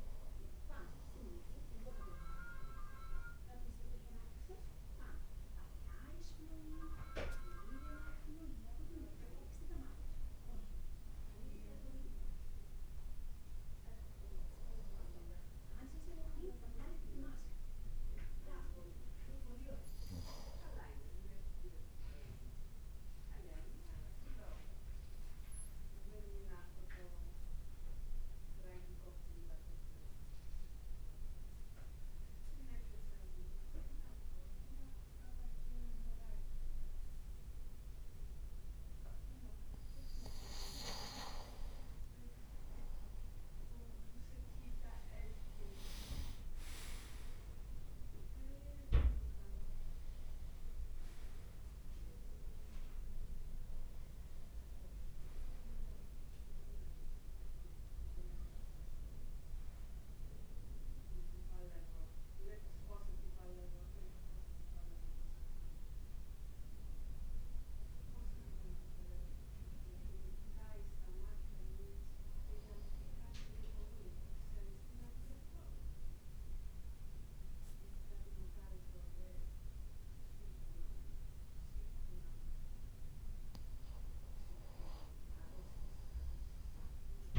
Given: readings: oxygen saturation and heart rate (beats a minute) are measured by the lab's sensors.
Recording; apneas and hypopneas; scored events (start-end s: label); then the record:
breathing in sleep by a room microphone; 1
0.50-10.00 s: leg movement (device-marked)
15.00-21.50 s: leg movement (device-marked)
23.50-40.50 s: obstructive apnea (oxygen 95% before, 93% lowest, heart rate 55 before, 52 extreme, up 5 after)
42.00-45.50 s: arousal
46.50-48.00 s: leg movement (device-marked)
From the record:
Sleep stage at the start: N2 (light sleep); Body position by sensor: on the right side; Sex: male